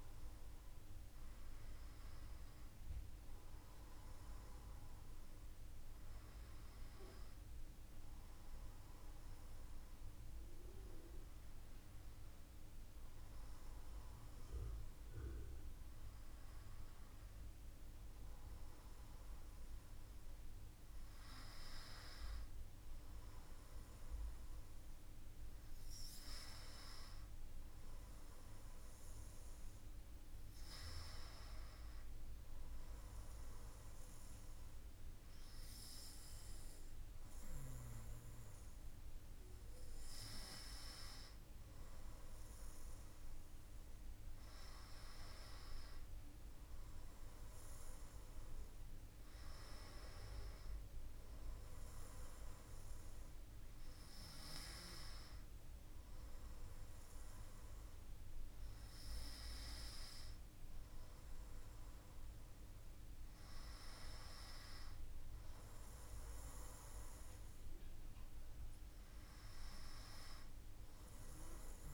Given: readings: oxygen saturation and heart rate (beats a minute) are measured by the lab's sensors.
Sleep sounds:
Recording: breathing in sleep by a room microphone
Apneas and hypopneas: none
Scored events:
29.00-71.94 s: new sleep stage, N2 (light sleep)
From the record:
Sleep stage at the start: N1 (lightest sleep)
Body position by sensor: on the back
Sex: male

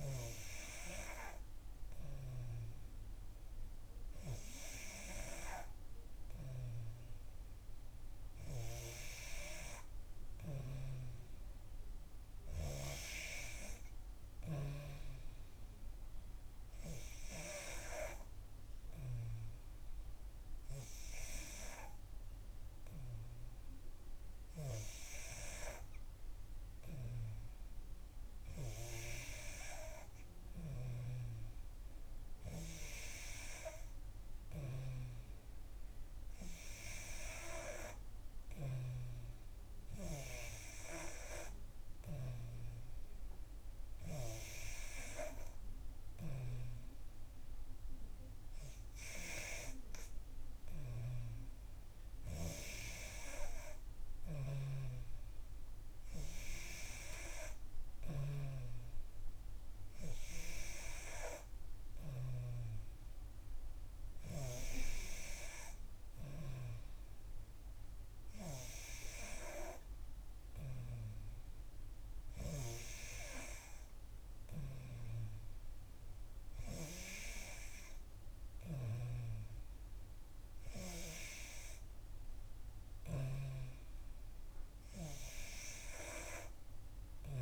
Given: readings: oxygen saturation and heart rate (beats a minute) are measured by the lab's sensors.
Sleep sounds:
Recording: breathing in sleep by a room microphone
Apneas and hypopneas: none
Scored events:
none scored
From the record:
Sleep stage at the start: N3 (deep sleep)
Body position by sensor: on the back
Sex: female

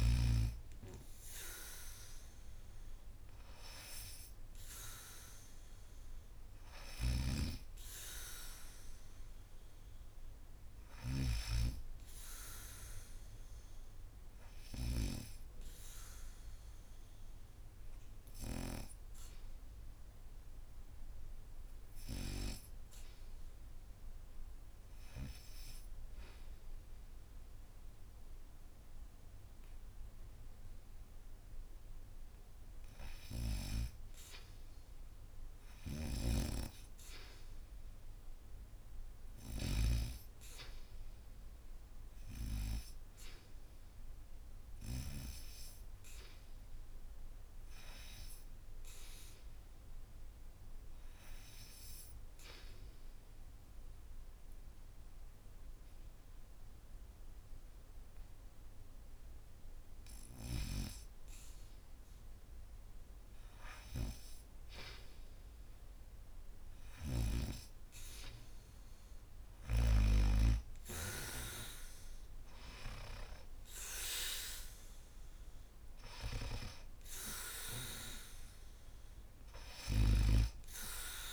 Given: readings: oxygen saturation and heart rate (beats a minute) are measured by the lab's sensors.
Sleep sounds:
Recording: breathing in sleep by a room microphone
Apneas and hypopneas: 1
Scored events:
0.00-5.50 s: oxygen desaturation (device-marked, oxygen 86% lowest, heart rate 75 extreme)
6.50-11.00 s: snoring (device-marked)
7.00-11.50 s: arousal
17.50-31.50 s: hypopnea (oxygen 99% before, 87% lowest, heart rate 80 before, 74 extreme, up 2 after)
33.50-50.50 s: oxygen desaturation (device-marked, oxygen 97% before, 93% lowest, heart rate 76 before, 74 extreme)
34.50-38.00 s: arousal
35.50-39.50 s: snoring (device-marked)
52.50-60.50 s: oxygen desaturation (device-marked, oxygen 95% before, 92% lowest, heart rate 76 before, 74 extreme)
70.00-74.50 s: arousal
75.50-81.33 s: oxygen desaturation (device-marked, oxygen 93% before, 87% lowest, heart rate 77 before, 77 extreme)
From the record:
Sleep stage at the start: N2 (light sleep)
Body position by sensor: on the back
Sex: female

